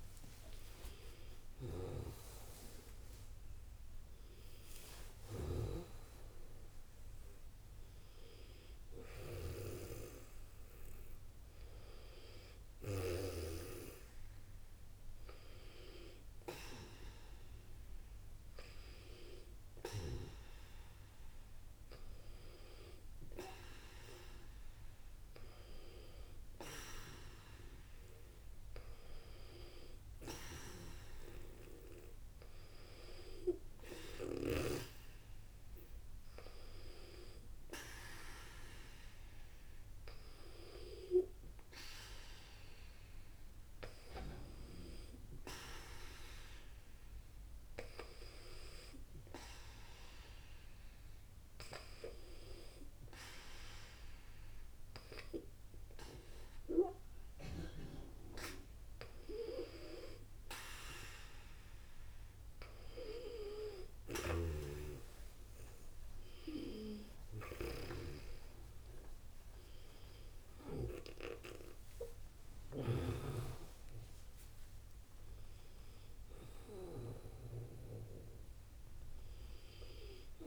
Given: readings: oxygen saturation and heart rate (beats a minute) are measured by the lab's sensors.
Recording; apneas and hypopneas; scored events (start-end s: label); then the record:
breathing in sleep by a room microphone; 1
46.50-59.50 s: hypopnea (oxygen 96% before, 91% lowest, heart rate 63 before, 28 extreme, up 3 after)
63.50-67.50 s: snoring (device-marked)
64.00-69.50 s: arousal
69.50-80.47 s: oxygen desaturation (device-marked, oxygen 94% before, 91% lowest, heart rate 58 before, 51 extreme)
From the record:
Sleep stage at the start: N2 (light sleep); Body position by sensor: on the back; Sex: female